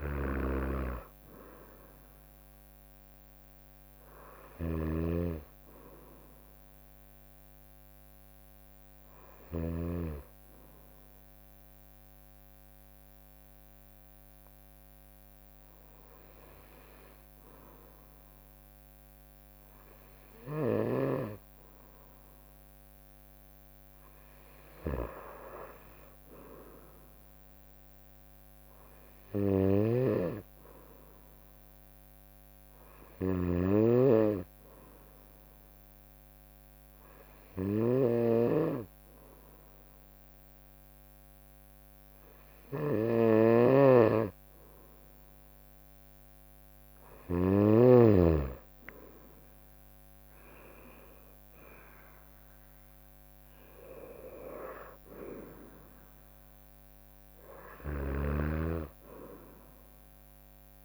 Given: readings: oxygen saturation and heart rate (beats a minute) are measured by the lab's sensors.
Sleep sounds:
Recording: breathing in sleep by a microphone on the trachea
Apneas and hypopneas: 2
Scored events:
0.00-7.00 s: oxygen desaturation (device-marked, oxygen 91% lowest, heart rate 62 extreme)
0.00-9.50 s: snoring (device-marked)
12.00-22.50 s: hypopnea (oxygen 94% before, 92% lowest, heart rate 66 before, 60 extreme, up 3 after)
25.00-28.00 s: arousal
29.00-47.50 s: snoring (device-marked)
34.50-46.00 s: hypopnea (oxygen 95% before, 91% lowest, heart rate 64 before, 58 extreme, up 10 after)
47.00-58.00 s: drop in pulse transit time (device-marked, heart rate 62 before, 63 extreme)
51.00-56.00 s: arousal
58.00-60.85 s: bradycardia (device-marked, heart rate 65 before, 58 extreme)
From the record:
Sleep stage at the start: N2 (light sleep)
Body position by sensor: on the right side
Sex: female

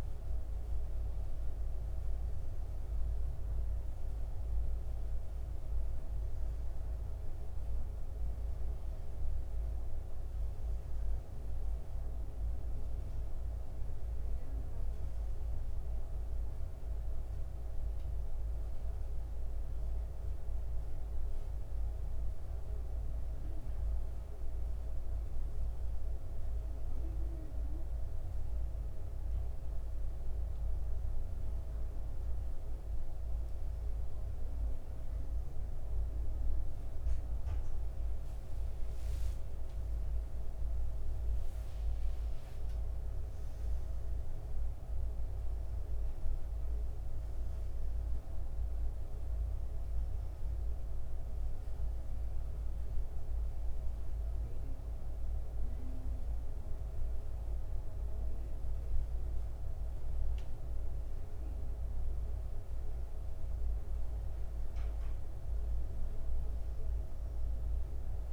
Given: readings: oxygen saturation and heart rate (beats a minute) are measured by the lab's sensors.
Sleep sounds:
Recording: breathing in sleep, hard to hear, by a room microphone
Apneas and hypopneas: none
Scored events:
37.00-40.50 s: arousal
From the record:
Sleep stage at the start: N1 (lightest sleep)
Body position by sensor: on the back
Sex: male

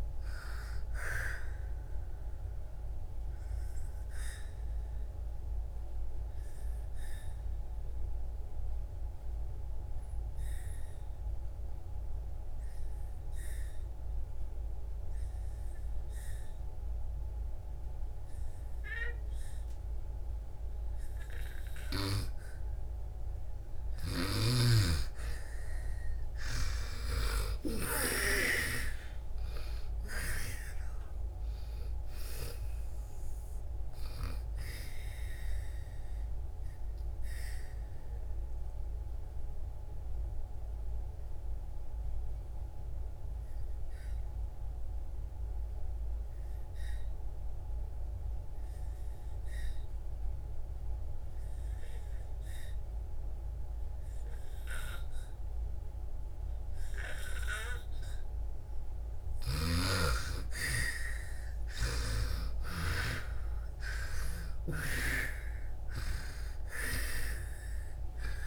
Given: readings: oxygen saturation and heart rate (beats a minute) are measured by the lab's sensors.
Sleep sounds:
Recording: breathing in sleep by a room microphone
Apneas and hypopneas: 2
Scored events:
0.00-18.50 s: oxygen desaturation (device-marked, oxygen 84% lowest)
2.50-22.50 s: obstructive apnea (oxygen 97% before, 82% lowest)
23.50-53.50 s: oxygen desaturation (device-marked, oxygen 97% before, 84% lowest)
25.50-30.00 s: arousal
36.00-58.50 s: obstructive apnea (oxygen 97% before, 82% lowest)
55.50-68.46 s: oxygen desaturation (device-marked, oxygen 97% before, 82% lowest)
59.00-62.50 s: snoring (device-marked)
From the record:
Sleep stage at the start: N2 (light sleep)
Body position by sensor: on the back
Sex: female

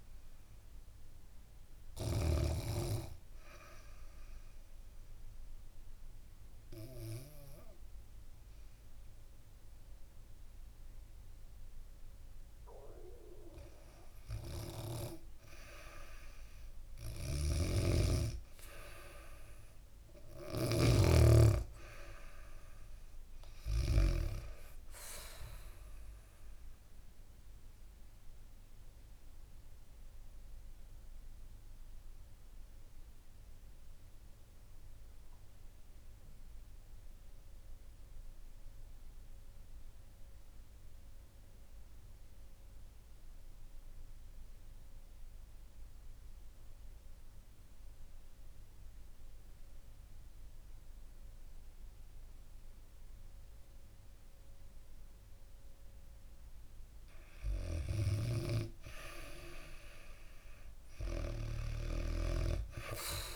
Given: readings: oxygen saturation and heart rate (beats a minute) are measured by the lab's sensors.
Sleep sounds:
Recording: breathing in sleep by a room microphone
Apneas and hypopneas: 2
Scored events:
0.00-2.00 s: snoring (device-marked)
0.00-3.50 s: oxygen desaturation (device-marked, oxygen 88% lowest, heart rate 69 extreme)
3.50-13.50 s: obstructive apnea (oxygen 97% before, 86% lowest, heart rate 76 before, 70 extreme)
15.50-19.00 s: arousal
16.50-24.00 s: snoring (device-marked)
23.50-35.50 s: oxygen desaturation (device-marked, oxygen 99% before, 95% lowest, heart rate 74 before, 63 extreme)
26.50-55.50 s: obstructive apnea (oxygen 100% before, 86% lowest, heart rate 73 before, 63 extreme, up 6 after)
48.50-63.35 s: oxygen desaturation (device-marked, oxygen 98% before, 86% lowest, heart rate 71 before, 63 extreme)
57.50-62.00 s: snoring (device-marked)
59.00-63.00 s: arousal
From the record:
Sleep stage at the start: REM sleep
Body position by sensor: on the back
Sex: female

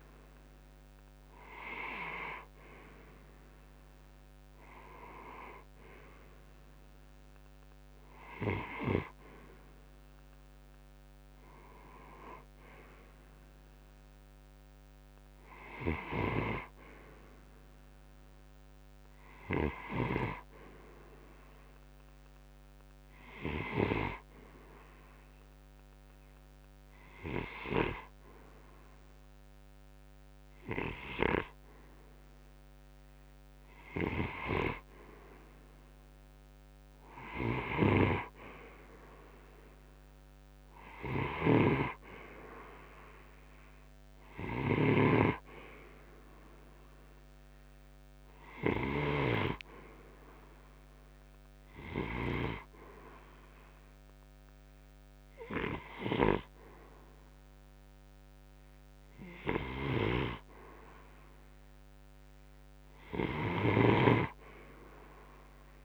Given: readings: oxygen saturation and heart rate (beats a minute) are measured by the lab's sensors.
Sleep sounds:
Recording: breathing in sleep by a microphone on the trachea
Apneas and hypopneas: none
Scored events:
40.50-48.50 s: snoring (device-marked)
63.00-65.85 s: snoring (device-marked)
From the record:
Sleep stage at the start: N2 (light sleep)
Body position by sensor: on the right side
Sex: male

